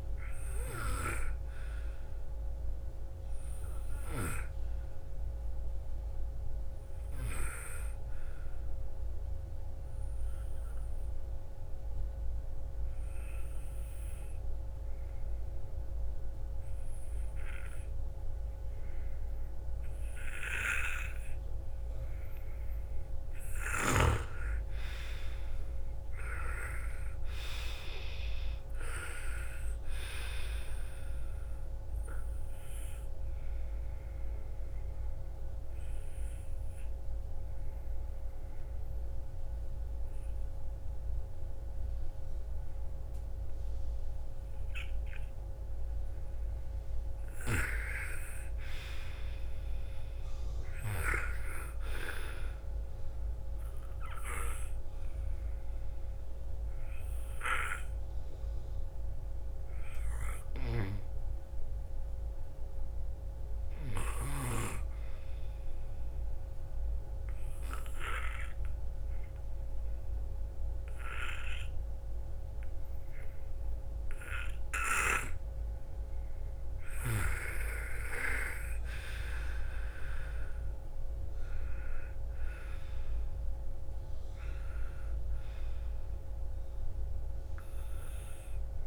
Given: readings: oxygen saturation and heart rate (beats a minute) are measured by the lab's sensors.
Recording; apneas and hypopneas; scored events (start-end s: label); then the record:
breathing in sleep by a room microphone; 3
5.50-9.50 s: arousal
13.50-23.50 s: obstructive apnea (oxygen 97% before, 87% lowest, heart rate 59 before, 54 extreme, up 13 after)
25.50-29.00 s: arousal
29.50-42.50 s: oxygen desaturation (device-marked, oxygen 96% before, 87% lowest, heart rate 57 before, 54 extreme)
34.00-46.00 s: obstructive apnea (oxygen 97% before, 87% lowest, heart rate 59 before, 54 extreme, up 11 after)
48.00-51.50 s: arousal
55.50-65.50 s: oxygen desaturation (device-marked, oxygen 98% before, 91% lowest, heart rate 58 before, 48 extreme)
67.00-78.00 s: hypopnea (oxygen 98% before, 89% lowest, heart rate 61 before, 48 extreme, up 15 after)
73.50-79.50 s: oxygen desaturation (device-marked, oxygen 97% before, 94% lowest, heart rate 60 before, 54 extreme)
80.00-84.50 s: arousal
85.50-88.87 s: oxygen desaturation (device-marked, oxygen 95% before, 90% lowest, heart rate 56 before, 45 extreme)
From the record:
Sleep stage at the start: N2 (light sleep); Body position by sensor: on the right side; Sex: female